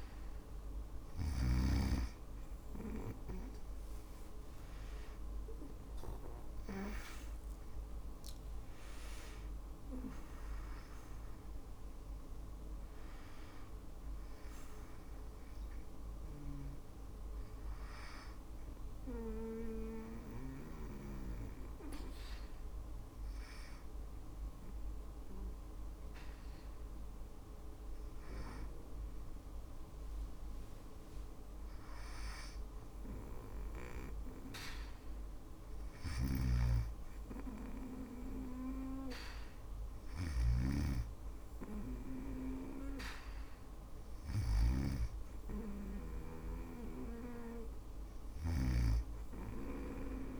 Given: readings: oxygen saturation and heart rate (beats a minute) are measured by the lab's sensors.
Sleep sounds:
breathing in sleep by a room microphone; none
6.50-12.00 s: arousal
35.00-50.40 s: snoring (device-marked)
From the record:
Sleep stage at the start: N2 (light sleep); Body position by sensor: on the back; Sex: female

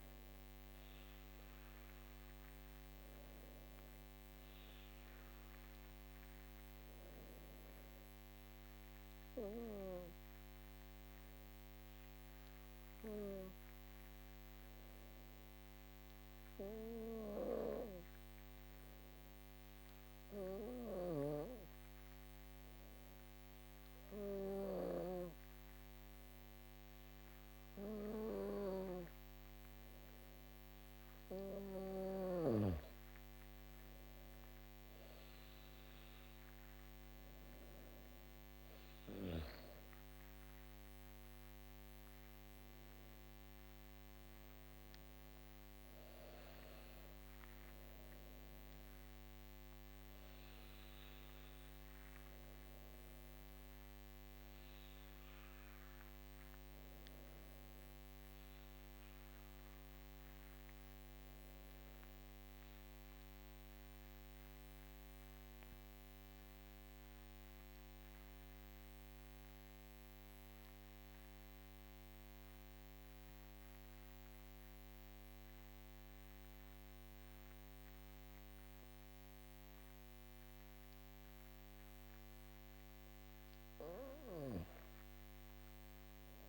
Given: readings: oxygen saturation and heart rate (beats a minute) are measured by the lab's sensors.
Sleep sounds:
breathing in sleep by a microphone on the trachea; 2
7.50-29.00 s: hypopnea (oxygen 98% before, 95% lowest, heart rate 57 before, 51 extreme, up 11 after)
33.50-37.00 s: arousal
62.50-80.50 s: obstructive apnea (oxygen 99% before, 94% lowest, heart rate 56 before, 52 extreme, up 19 after)
82.00-86.49 s: oxygen desaturation (device-marked, oxygen 99% before, 94% lowest, heart rate 57 before, 52 extreme)
84.50-86.49 s: arousal
From the record:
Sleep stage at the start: N2 (light sleep); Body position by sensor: on the back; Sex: female

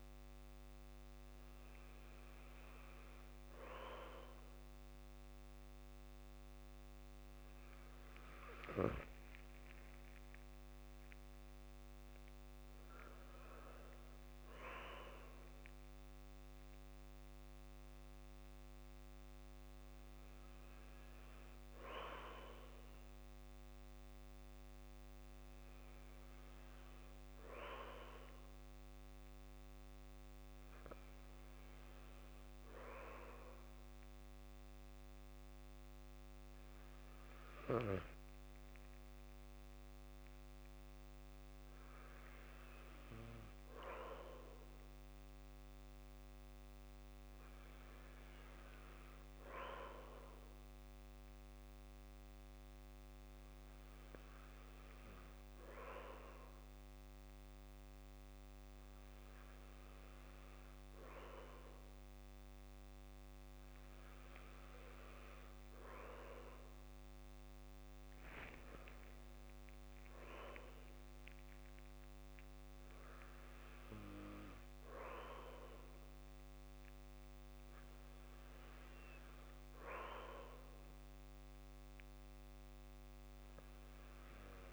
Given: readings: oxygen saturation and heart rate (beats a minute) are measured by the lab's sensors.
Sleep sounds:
breathing in sleep by a microphone on the trachea; none
none scored
From the record:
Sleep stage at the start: N2 (light sleep); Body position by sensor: on the back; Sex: male

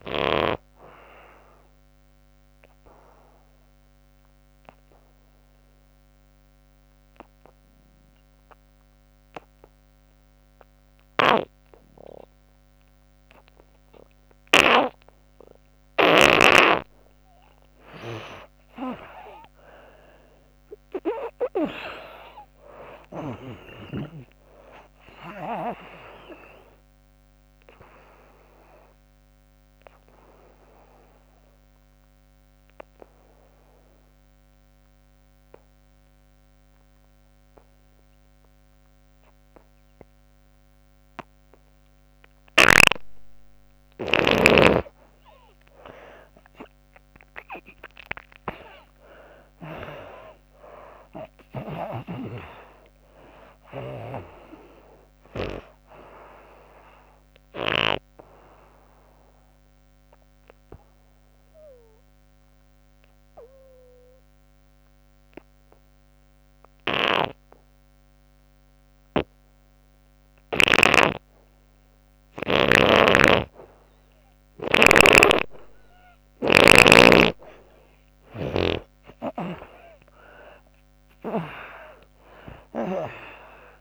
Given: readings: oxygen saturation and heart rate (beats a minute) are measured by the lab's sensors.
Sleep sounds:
breathing in sleep by a microphone on the trachea; 3
0.00-12.00 s: oxygen desaturation (device-marked, oxygen 83% lowest, heart rate 63 extreme)
2.50-16.00 s: obstructive apnea (oxygen 97% before, 77% lowest, heart rate 84 before, 63 extreme, up 52 after)
19.50-24.00 s: arousal
25.00-45.00 s: oxygen desaturation (device-marked, oxygen 95% before, 77% lowest, heart rate 76 before, 64 extreme)
27.50-43.00 s: obstructive apnea (oxygen 95% before, 77% lowest, heart rate 81 before, 65 extreme, up 25 after)
46.50-52.00 s: arousal
47.00-67.00 s: oxygen desaturation (device-marked, oxygen 97% before, 79% lowest, heart rate 81 before, 62 extreme)
57.50-72.50 s: obstructive apnea (oxygen 97% before, 75% lowest, heart rate 80 before, 62 extreme, up 13 after)
74.50-78.50 s: snoring (device-marked)
76.50-81.00 s: arousal
78.00-83.81 s: oxygen desaturation (device-marked, oxygen 98% before, 81% lowest, heart rate 68 before, 64 extreme)
From the record:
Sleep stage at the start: N2 (light sleep); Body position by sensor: on the back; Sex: female

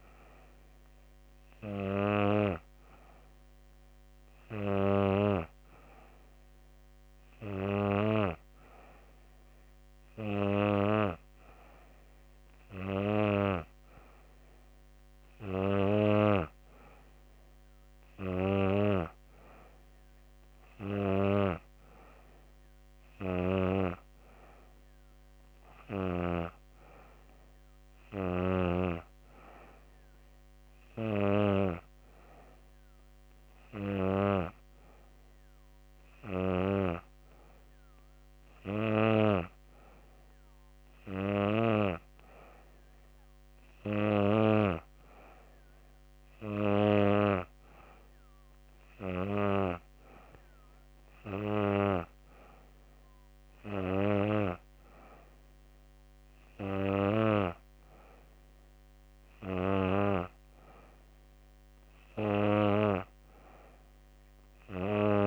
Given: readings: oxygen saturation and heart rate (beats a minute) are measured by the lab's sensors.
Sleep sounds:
breathing in sleep by a microphone on the trachea; none
none scored
From the record:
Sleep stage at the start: N2 (light sleep); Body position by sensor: on the back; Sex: female

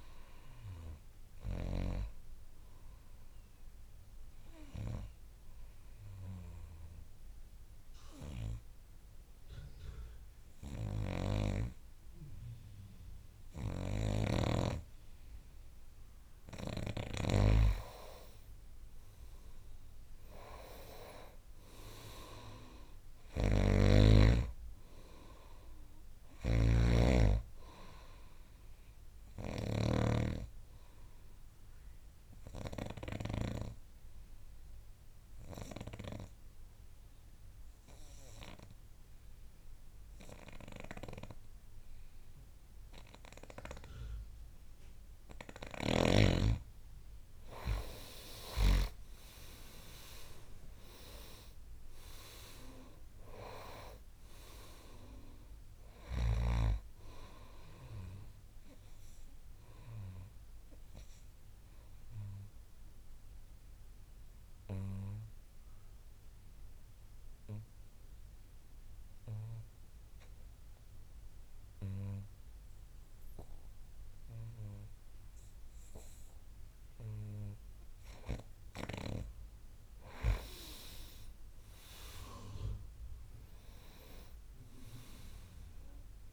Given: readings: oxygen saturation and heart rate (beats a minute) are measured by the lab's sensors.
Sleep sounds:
breathing in sleep by a room microphone; 3
0.00-6.50 s: oxygen desaturation (device-marked, oxygen 83% lowest, heart rate 56 extreme)
3.50-17.00 s: hypopnea (oxygen 96% before, 86% lowest, heart rate 82 before, 57 extreme, up 12 after)
18.50-22.00 s: arousal
23.50-41.50 s: oxygen desaturation (device-marked, oxygen 98% before, 90% lowest, heart rate 61 before, 57 extreme)
26.50-30.00 s: snoring (device-marked)
31.00-45.00 s: obstructive apnea (oxygen 98% before, 86% lowest, heart rate 63 before, 57 extreme, up 16 after)
48.50-52.00 s: arousal
52.50-75.50 s: oxygen desaturation (device-marked, oxygen 97% before, 86% lowest, heart rate 66 before, 55 extreme)
60.50-78.50 s: obstructive apnea (oxygen 97% before, 86% lowest, heart rate 71 before, 55 extreme, up 4 after)
80.50-86.33 s: oxygen desaturation (device-marked, oxygen 99% before, 86% lowest, heart rate 65 before, 55 extreme)
81.50-85.50 s: arousal
From the record:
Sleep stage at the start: N2 (light sleep); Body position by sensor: on the back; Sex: male

